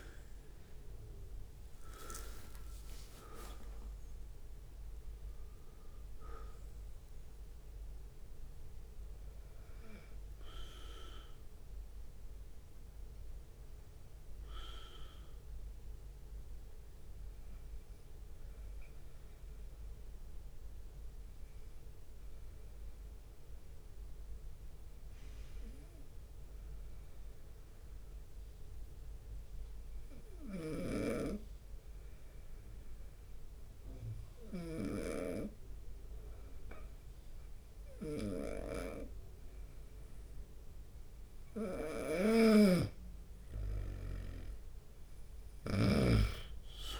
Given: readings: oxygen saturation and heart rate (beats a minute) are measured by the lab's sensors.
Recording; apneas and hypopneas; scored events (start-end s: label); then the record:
breathing in sleep by a room microphone; 1
0.00-14.00 s: drop in pulse transit time (device-marked, heart rate 74 extreme)
0.00-22.00 s: oxygen desaturation (device-marked, oxygen 90% lowest, heart rate 70 extreme)
2.00-5.00 s: leg movement (device-marked)
24.00-42.00 s: obstructive apnea (oxygen 98% before, 92% lowest, heart rate 74 before, 72 extreme, up 12 after)
31.00-46.50 s: snoring (device-marked)
40.00-42.00 s: leg movement (device-marked)
42.00-47.00 s: oxygen desaturation (device-marked, oxygen 98% before, 93% lowest, heart rate 72 before, 72 extreme)
44.00-47.00 s: arousal
From the record:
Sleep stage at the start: N2 (light sleep); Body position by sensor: on the right side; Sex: male